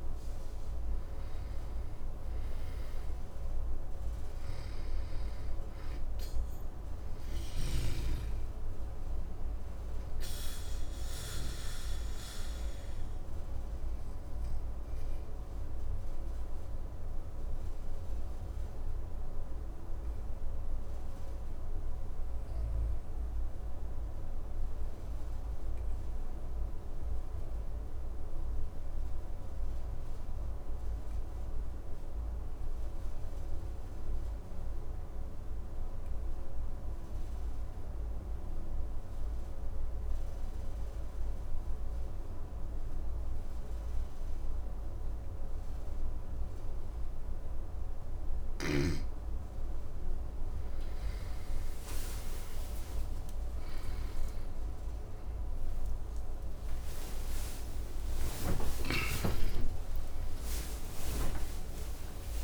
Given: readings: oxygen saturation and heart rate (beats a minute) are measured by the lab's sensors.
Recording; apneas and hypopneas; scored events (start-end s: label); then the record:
breathing in sleep by a room microphone; 1
0.00-25.50 s: oxygen desaturation (device-marked, oxygen 91% lowest, heart rate 53 extreme)
6.50-10.50 s: snoring (device-marked)
11.00-46.50 s: obstructive apnea (oxygen 99% before, 91% lowest, heart rate 60 before, 53 extreme, up 16 after)
43.50-62.44 s: oxygen desaturation (device-marked, oxygen 99% before, 92% lowest, heart rate 53 before, 54 extreme)
52.00-59.50 s: arousal
58.00-61.50 s: snoring (device-marked)
58.50-62.44 s: new sleep stage, N1 (lightest sleep)
From the record:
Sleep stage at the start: N2 (light sleep); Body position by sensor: on the back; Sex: male